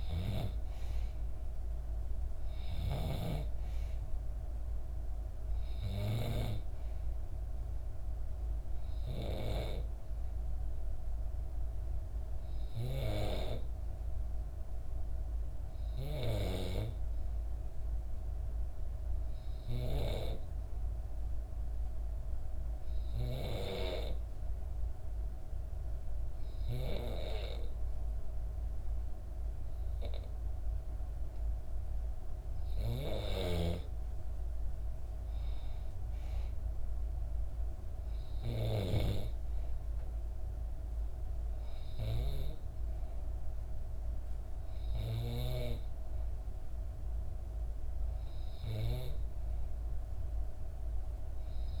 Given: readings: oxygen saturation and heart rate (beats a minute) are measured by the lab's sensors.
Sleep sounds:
breathing in sleep by a room microphone; 1
0.00-20.00 s: oxygen desaturation (device-marked, oxygen 90% lowest, heart rate 60 extreme)
20.00-32.50 s: obstructive apnea (oxygen 96% before, 93% lowest, heart rate 62 before, 60 extreme, up 3 after)
34.00-37.50 s: arousal
From the record:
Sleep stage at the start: N2 (light sleep); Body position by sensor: on the back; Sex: female

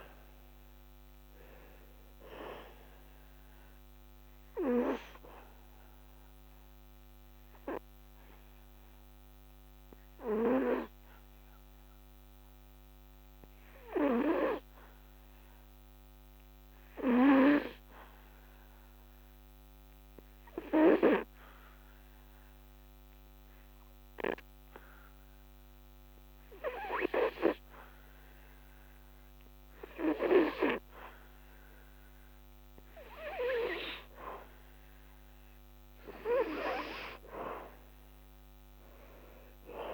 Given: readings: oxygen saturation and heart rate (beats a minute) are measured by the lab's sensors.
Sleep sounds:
breathing in sleep by a microphone on the trachea; 1
0.00-3.50 s: oxygen desaturation (device-marked, oxygen 86% lowest, heart rate 73 extreme)
6.50-30.00 s: obstructive apnea (oxygen 93% before, 85% lowest, heart rate 79 before, 69 extreme, up 8 after)
32.50-36.50 s: arousal
36.50-39.94 s: oxygen desaturation (device-marked, oxygen 97% before, 85% lowest, heart rate 74 before, 68 extreme)
From the record:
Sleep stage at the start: N2 (light sleep); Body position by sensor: on the back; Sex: male

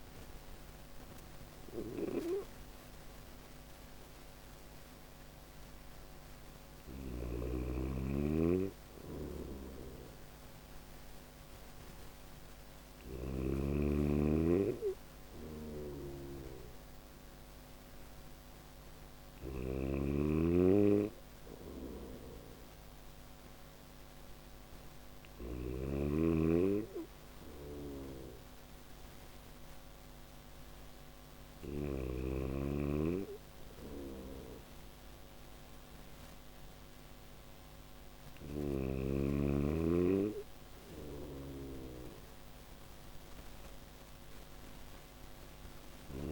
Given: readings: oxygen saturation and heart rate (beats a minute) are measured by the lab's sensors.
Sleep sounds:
breathing in sleep by a microphone on the trachea; none
8.50-12.50 s: snoring (device-marked)
14.50-24.50 s: snoring (device-marked)
26.50-31.00 s: snoring (device-marked)
33.00-38.00 s: snoring (device-marked)
40.00-45.50 s: snoring (device-marked)
From the record:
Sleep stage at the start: N1 (lightest sleep); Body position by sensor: on the back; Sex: male

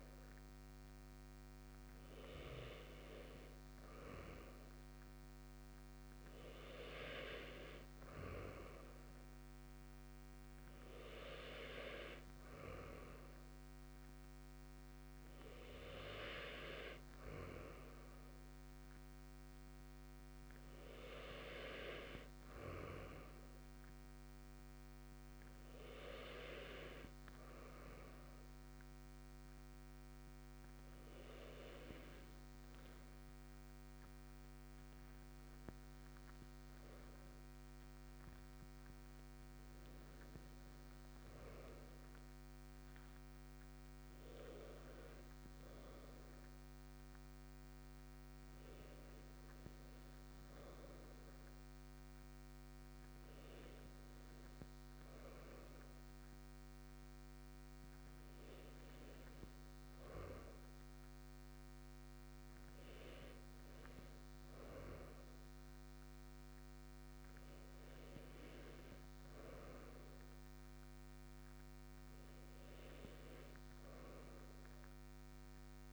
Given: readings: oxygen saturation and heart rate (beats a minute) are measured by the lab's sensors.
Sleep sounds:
breathing in sleep by a microphone on the trachea; none
none scored
From the record:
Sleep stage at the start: N2 (light sleep); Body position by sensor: on the right side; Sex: male

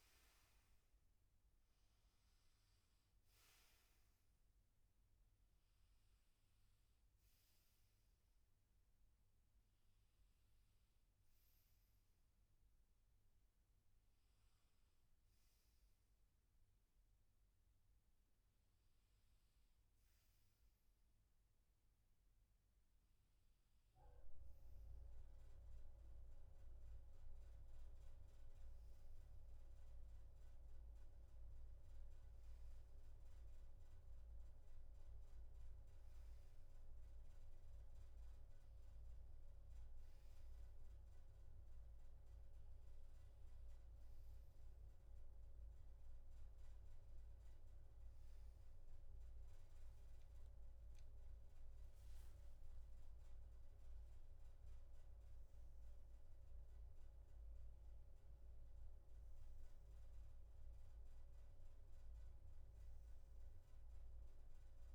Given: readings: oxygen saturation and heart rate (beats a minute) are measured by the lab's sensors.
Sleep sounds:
breathing in sleep, hard to hear, by a room microphone; none
none scored
From the record:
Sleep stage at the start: N2 (light sleep); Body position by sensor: on the back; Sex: male

